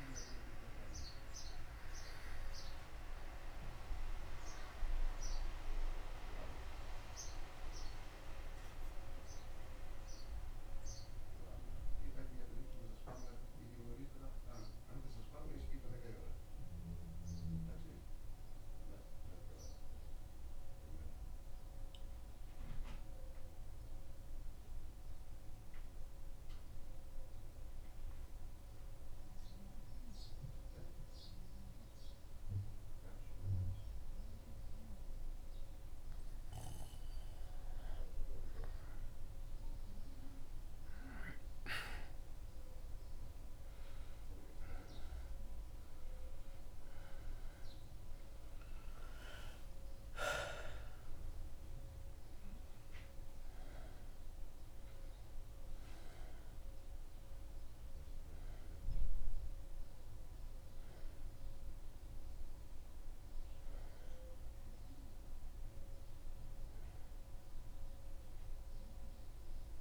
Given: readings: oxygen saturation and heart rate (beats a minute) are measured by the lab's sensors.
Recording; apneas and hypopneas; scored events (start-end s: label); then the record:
breathing in sleep by a room microphone; 1
11.50-36.00 s: mixed apnea (oxygen 96% before, 92% lowest, heart rate 76 before, 75 extreme, up 1 after)
38.00-42.50 s: arousal
39.50-61.50 s: oxygen desaturation (device-marked, oxygen 95% before, 92% lowest, heart rate 75 before, 72 extreme)
43.50-69.81 s: new sleep stage, N1 (lightest sleep)
From the record:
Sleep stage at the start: N2 (light sleep); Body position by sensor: on the back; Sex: male